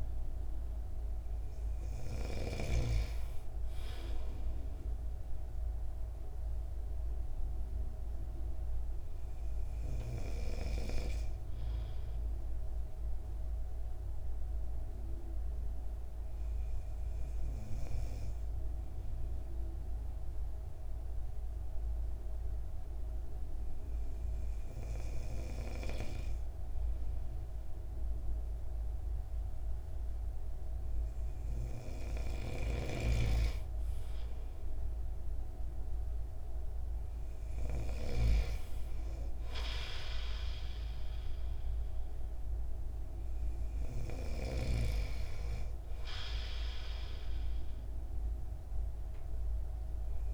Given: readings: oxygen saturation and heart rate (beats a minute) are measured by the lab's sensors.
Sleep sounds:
breathing in sleep by a room microphone; 1
10.50-28.50 s: hypopnea (oxygen 96% before, 93% lowest)
30.50-35.00 s: arousal
32.50-38.50 s: snoring (device-marked)
From the record:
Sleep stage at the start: N2 (light sleep); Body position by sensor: on the right side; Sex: male

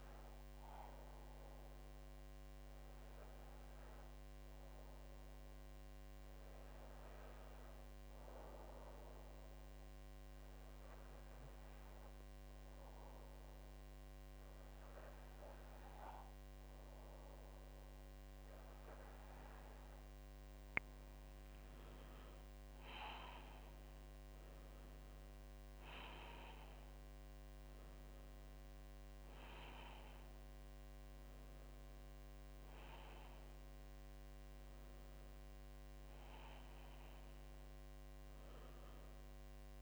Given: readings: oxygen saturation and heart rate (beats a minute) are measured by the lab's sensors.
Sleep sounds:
breathing in sleep by a microphone on the trachea; 1
4.00-19.50 s: hypopnea (oxygen 97% before, 95% lowest, heart rate 56 before, 52 extreme, up 6 after)
21.50-25.50 s: arousal
From the record:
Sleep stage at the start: N2 (light sleep); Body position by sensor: on the left side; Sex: female

